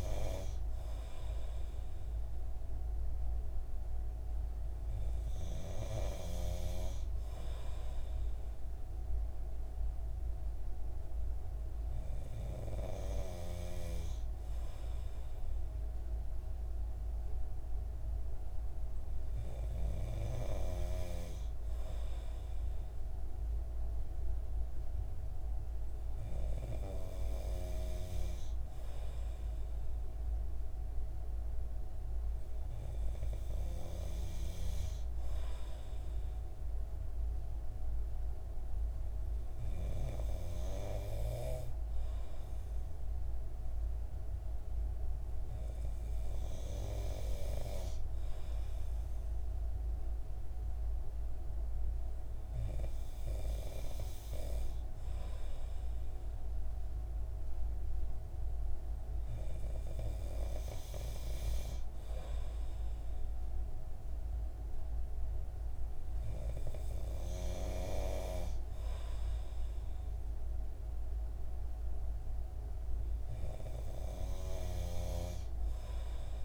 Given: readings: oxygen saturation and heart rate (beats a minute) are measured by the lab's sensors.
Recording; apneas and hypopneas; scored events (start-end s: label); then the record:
breathing in sleep by a room microphone; none
none scored
From the record:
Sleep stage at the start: N2 (light sleep); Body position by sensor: on the right side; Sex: male